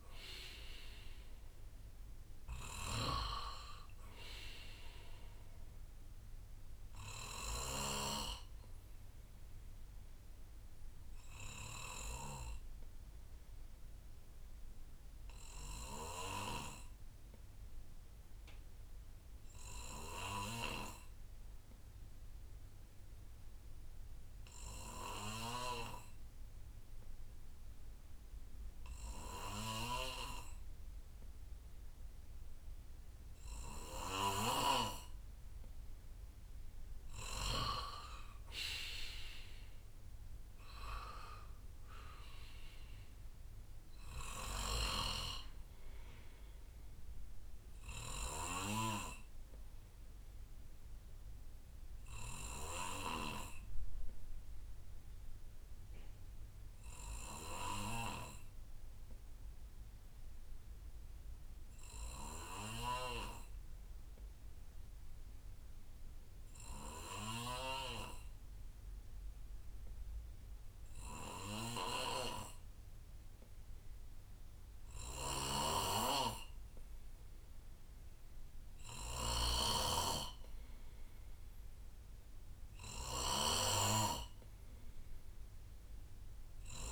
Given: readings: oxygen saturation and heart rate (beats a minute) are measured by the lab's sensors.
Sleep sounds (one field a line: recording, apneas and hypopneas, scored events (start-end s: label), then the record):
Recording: breathing in sleep by a room microphone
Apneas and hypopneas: 2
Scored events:
0.00-20.00 s: oxygen desaturation (device-marked, oxygen 92% lowest, heart rate 55 extreme)
2.50-8.00 s: snoring (device-marked)
7.00-13.00 s: bradycardia (device-marked, heart rate 70 before, 55 extreme)
14.50-36.50 s: obstructive apnea (oxygen 96% before, 92% lowest, heart rate 64 before, 55 extreme, up 8 after)
19.00-46.00 s: drop in pulse transit time (device-marked, heart rate 62 before, 61 extreme)
33.00-58.00 s: oxygen desaturation (device-marked, oxygen 98% before, 92% lowest, heart rate 62 before, 55 extreme)
38.50-44.00 s: arousal
44.50-53.00 s: snoring (device-marked)
46.00-60.00 s: bradycardia (device-marked, heart rate 70 before, 55 extreme)
52.00-76.50 s: obstructive apnea (oxygen 98% before, 91% lowest, heart rate 64 before, 59 extreme, up 4 after)
75.00-86.92 s: snoring (device-marked)
77.00-86.92 s: oxygen desaturation (device-marked, oxygen 97% before, 92% lowest, heart rate 61 before, 62 extreme)
78.00-82.50 s: arousal
From the record:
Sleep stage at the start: N2 (light sleep)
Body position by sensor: on the right side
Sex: male